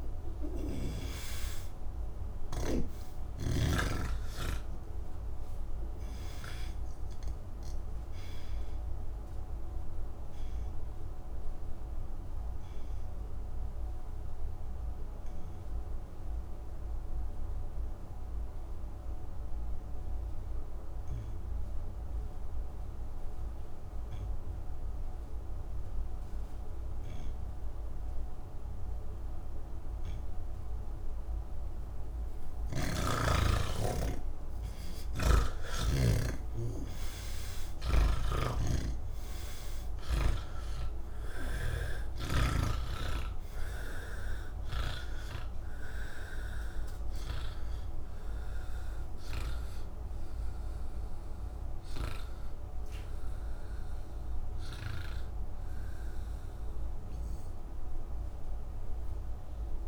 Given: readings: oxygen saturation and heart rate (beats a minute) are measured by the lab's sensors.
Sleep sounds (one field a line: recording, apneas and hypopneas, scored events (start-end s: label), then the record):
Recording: breathing in sleep by a room microphone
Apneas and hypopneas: none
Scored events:
0.00-2.50 s: snoring (device-marked)
0.00-23.00 s: oxygen desaturation (device-marked, oxygen 84% lowest, heart rate 69 extreme)
32.00-38.00 s: oxygen desaturation (device-marked, oxygen 98% before, 93% lowest, heart rate 71 before, 78 extreme)
43.00-59.88 s: oxygen desaturation (device-marked, oxygen 95% before, 84% lowest)
From the record:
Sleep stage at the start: N3 (deep sleep)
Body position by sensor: on the back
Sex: male